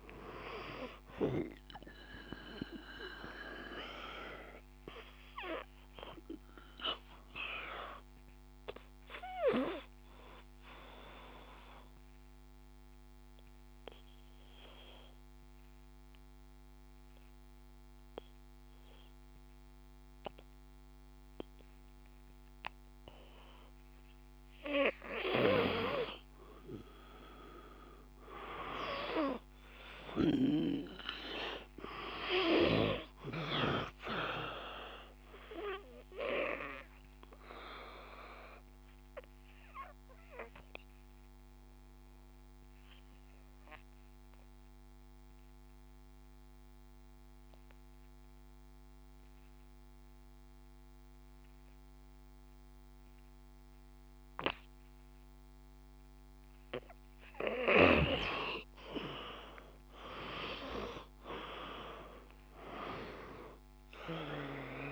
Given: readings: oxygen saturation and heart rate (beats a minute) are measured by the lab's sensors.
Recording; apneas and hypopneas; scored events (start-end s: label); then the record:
breathing in sleep by a microphone on the trachea; 2
0.00-19.00 s: oxygen desaturation (device-marked, oxygen 87% lowest, heart rate 52 extreme)
1.50-23.00 s: obstructive apnea (oxygen 97% before, 87% lowest, heart rate 54 before, 52 extreme, up 2 after)
26.50-30.50 s: arousal
34.00-56.50 s: obstructive apnea (oxygen 97% before, 88% lowest, heart rate 56 before, 51 extreme, up 5 after)
35.00-54.00 s: oxygen desaturation (device-marked, oxygen 97% before, 91% lowest, heart rate 56 before, 51 extreme)
59.50-63.50 s: arousal
From the record:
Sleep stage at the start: N2 (light sleep); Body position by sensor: on the back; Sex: male